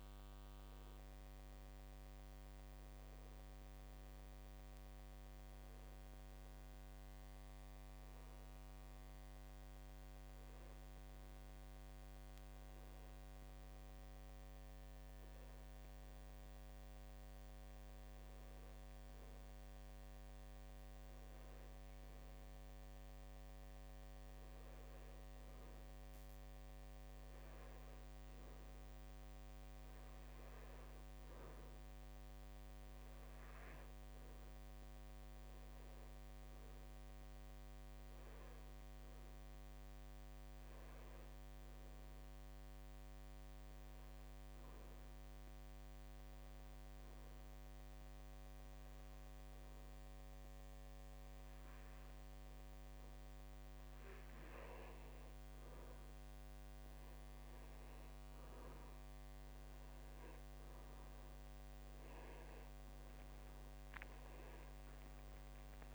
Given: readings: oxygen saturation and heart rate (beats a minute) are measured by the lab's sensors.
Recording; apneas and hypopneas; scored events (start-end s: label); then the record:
breathing in sleep, hard to hear, by a microphone on the trachea; 1
33.00-37.00 s: arousal
43.50-54.50 s: obstructive apnea (oxygen 96% before, 93% lowest, heart rate 50 before, 50 extreme, up 15 after)
56.00-58.00 s: long interval between heartbeats (device-marked, heart rate 50 before, 59 extreme)
57.50-61.50 s: arousal
62.50-64.50 s: long interval between heartbeats (device-marked, heart rate 53 before, 65 extreme)
From the record:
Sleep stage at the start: N1 (lightest sleep); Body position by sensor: on the back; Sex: male